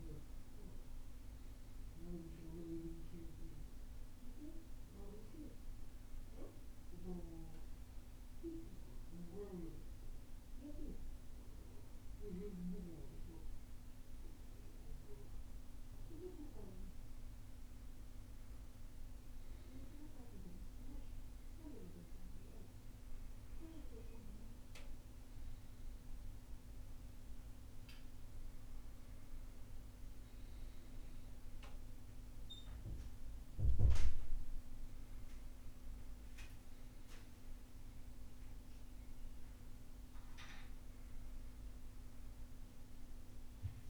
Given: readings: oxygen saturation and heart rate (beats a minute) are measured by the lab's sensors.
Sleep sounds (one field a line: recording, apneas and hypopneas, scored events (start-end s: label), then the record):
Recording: breathing in sleep by a room microphone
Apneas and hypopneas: 1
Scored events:
3.50-17.50 s: hypopnea (oxygen 99% before, 96% lowest, heart rate 60 before, 58 extreme, up 2 after)
20.00-24.50 s: arousal
From the record:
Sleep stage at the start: N1 (lightest sleep)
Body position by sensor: on the back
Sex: male